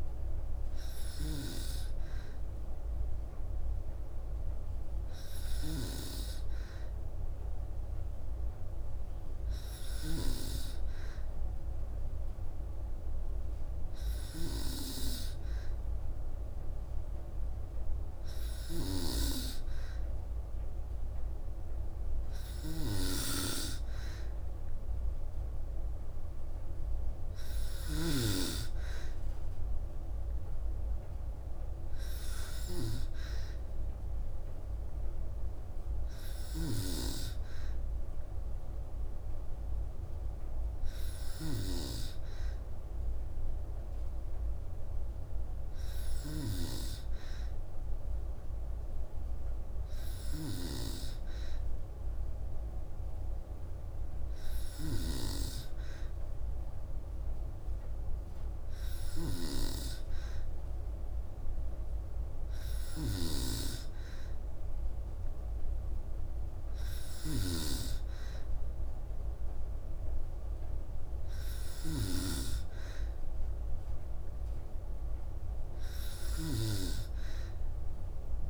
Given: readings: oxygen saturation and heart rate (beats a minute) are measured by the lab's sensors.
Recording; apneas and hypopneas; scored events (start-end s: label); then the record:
breathing in sleep by a room microphone; none
0.00-1.00 s: snoring (device-marked)
18.00-27.50 s: snoring (device-marked)
35.50-78.50 s: snoring (device-marked)
From the record:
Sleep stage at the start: N2 (light sleep); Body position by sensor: on the back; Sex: female